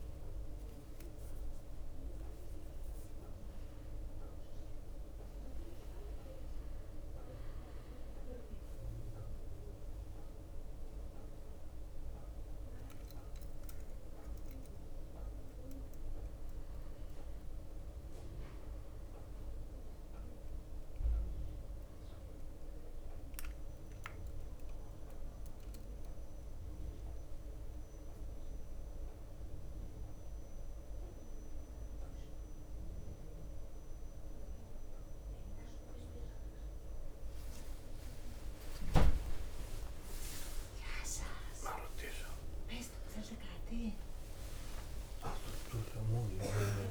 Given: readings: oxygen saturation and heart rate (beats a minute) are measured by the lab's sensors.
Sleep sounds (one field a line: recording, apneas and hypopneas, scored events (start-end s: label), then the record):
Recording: a person partly awake in a sleep study, by a room microphone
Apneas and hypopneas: none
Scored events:
3.50-8.50 s: arousal
9.50-11.50 s: long interval between heartbeats (device-marked, heart rate 72 before, 72 extreme)
13.00-15.00 s: long interval between heartbeats (device-marked, heart rate 73 before, 81 extreme)
28.00-30.00 s: long interval between heartbeats (device-marked, heart rate 68 before, 69 extreme)
31.50-46.91 s: new sleep stage, awake
37.50-46.91 s: tachycardia (device-marked, heart rate 75 before, 182 extreme)
41.50-43.50 s: long interval between heartbeats (device-marked, heart rate 72 before, 135 extreme)
42.50-46.91 s: drop in pulse transit time (device-marked, heart rate 76 before, 107 extreme)
43.50-45.50 s: long interval between heartbeats (device-marked, heart rate 81 before, 178 extreme)
From the record:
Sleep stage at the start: N1 (lightest sleep)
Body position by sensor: on the back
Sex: male